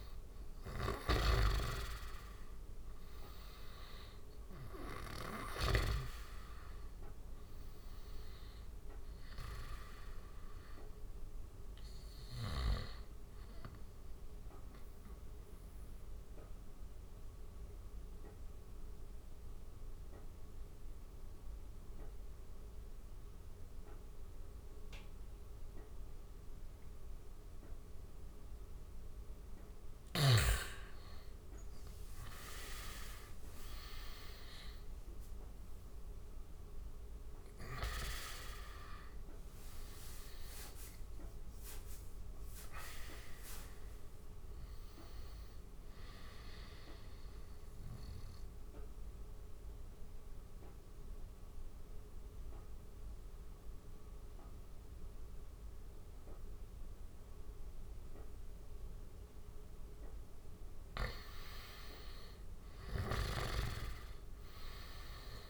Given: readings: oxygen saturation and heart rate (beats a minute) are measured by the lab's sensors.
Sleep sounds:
breathing in sleep by a room microphone; 2
0.00-5.00 s: snoring (device-marked)
14.00-30.00 s: obstructive apnea (oxygen 97% before, 90% lowest, heart rate 85 before, 77 extreme, up 8 after)
31.50-34.50 s: arousal
36.00-50.00 s: oxygen desaturation (device-marked, oxygen 96% before, 91% lowest, heart rate 79 before, 80 extreme)
47.50-60.00 s: obstructive apnea (oxygen 96% before, 90% lowest, heart rate 84 before, 80 extreme, up 3 after)
62.00-65.00 s: arousal
62.00-65.50 s: snoring (device-marked)
From the record:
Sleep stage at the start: N2 (light sleep); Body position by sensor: on the right side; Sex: male

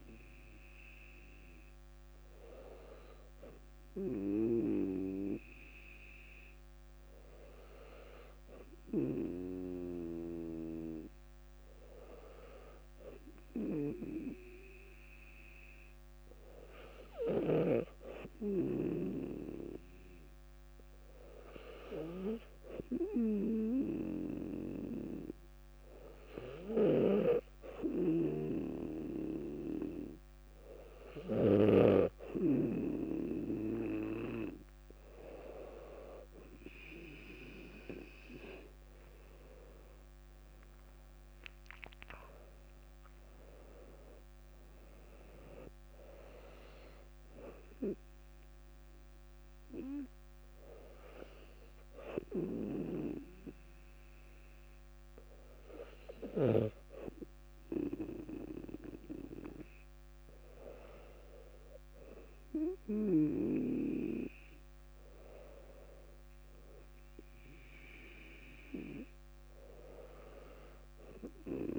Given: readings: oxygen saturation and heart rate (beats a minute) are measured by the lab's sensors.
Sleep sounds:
breathing in sleep by a microphone on the trachea; 2
4.00-8.00 s: arousal
15.00-30.50 s: hypopnea (oxygen 99% before, 97% lowest, heart rate 61 before, 59 extreme, up 3 after)
39.50-43.00 s: arousal
50.00-61.00 s: hypopnea (oxygen 98% before, 97% lowest, heart rate 65 before, 60 extreme, up 4 after)
54.00-65.00 s: drop in pulse transit time (device-marked, heart rate 65 before, 59 extreme)
62.50-66.50 s: arousal
From the record:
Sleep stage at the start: N2 (light sleep); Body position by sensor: on the back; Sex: female

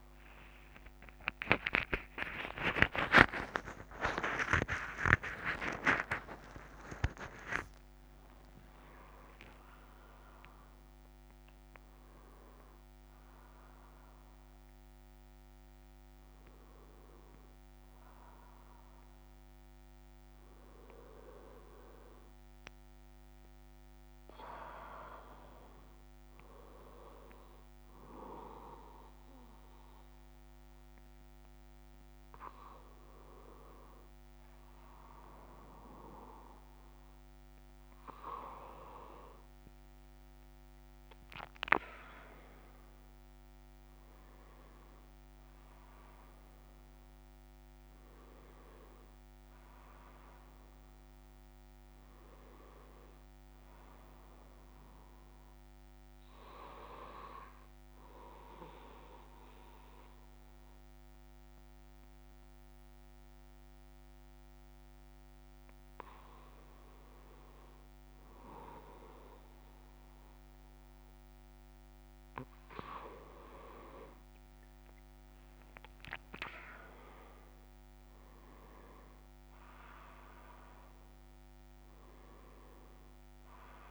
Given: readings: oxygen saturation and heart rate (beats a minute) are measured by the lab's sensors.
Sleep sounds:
breathing in sleep by a microphone on the trachea; 1
0.00-3.50 s: oxygen desaturation (device-marked, oxygen 94% lowest)
58.00-68.00 s: obstructive apnea (oxygen 97% before, 95% lowest)
71.50-83.91 s: new sleep stage, N2 (light sleep)
From the record:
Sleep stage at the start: N1 (lightest sleep); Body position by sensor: on the back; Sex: male

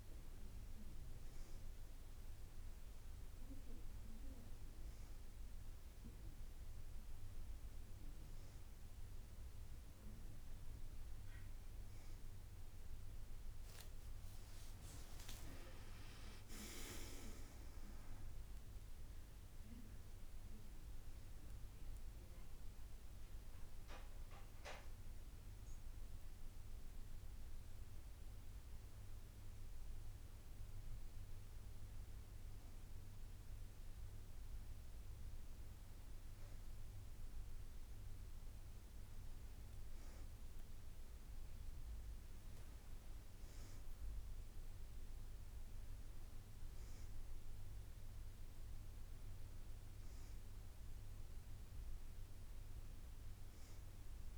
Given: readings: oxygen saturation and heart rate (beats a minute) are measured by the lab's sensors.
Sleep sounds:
breathing in sleep by a room microphone; none
19.00-31.00 s: drop in pulse transit time (device-marked, heart rate 59 before, 57 extreme)
From the record:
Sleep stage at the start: N2 (light sleep); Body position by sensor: on the back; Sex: female

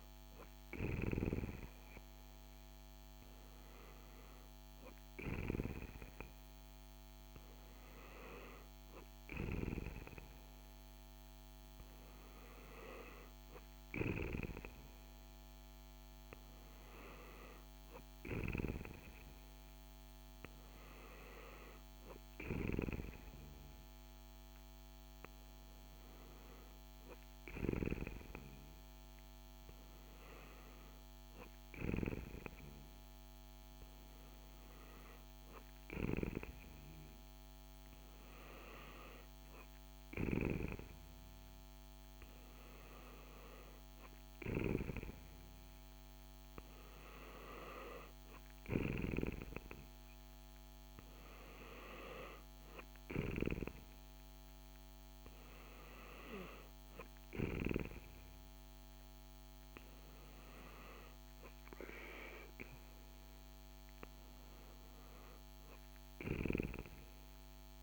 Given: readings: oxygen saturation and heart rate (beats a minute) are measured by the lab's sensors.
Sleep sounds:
breathing in sleep by a microphone on the trachea; none
none scored
From the record:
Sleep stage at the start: N2 (light sleep); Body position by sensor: on the back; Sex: male

